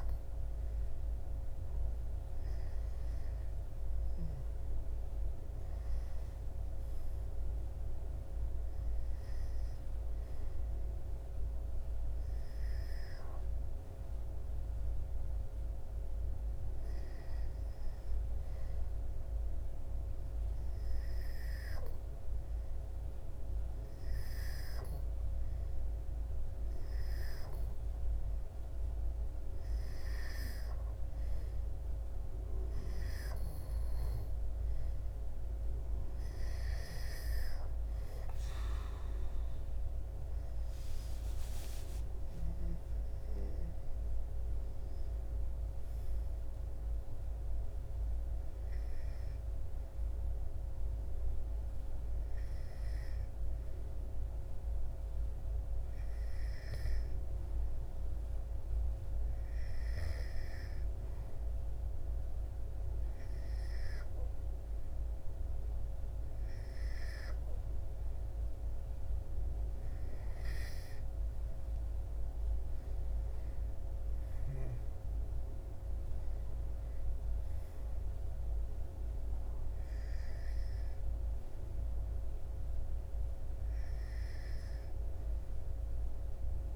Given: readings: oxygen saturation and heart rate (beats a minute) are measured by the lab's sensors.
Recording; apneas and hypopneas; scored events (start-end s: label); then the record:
breathing in sleep, hard to hear, by a room microphone; none
39.50-43.50 s: arousal
From the record:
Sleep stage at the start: N2 (light sleep); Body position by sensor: on the back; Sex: male